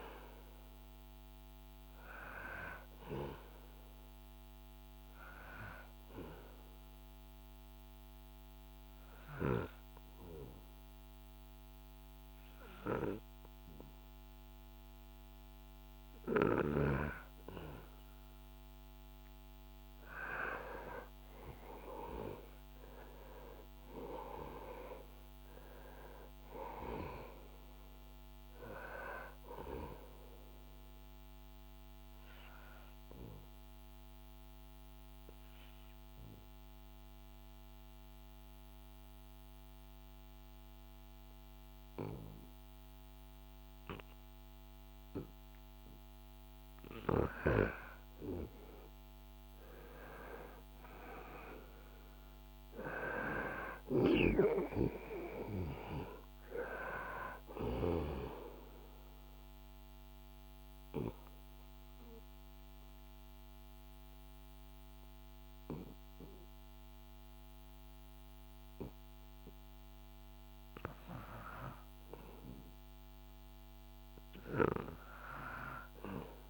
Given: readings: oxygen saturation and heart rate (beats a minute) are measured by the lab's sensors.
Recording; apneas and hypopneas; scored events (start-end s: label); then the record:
breathing in sleep by a microphone on the trachea; 3
4.50-15.50 s: obstructive apnea (oxygen 97% before, 94% lowest, heart rate 77 before, 64 extreme, up 16 after)
18.50-23.00 s: arousal
30.50-45.00 s: obstructive apnea (oxygen 98% before, 95% lowest, heart rate 75 before, 66 extreme, up 15 after)
46.50-50.50 s: arousal
58.00-72.00 s: obstructive apnea (oxygen 98% before, 95% lowest, heart rate 73 before, 69 extreme, up 2 after)
75.50-76.50 s: arousal
From the record:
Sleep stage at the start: N2 (light sleep); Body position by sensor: on the back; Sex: male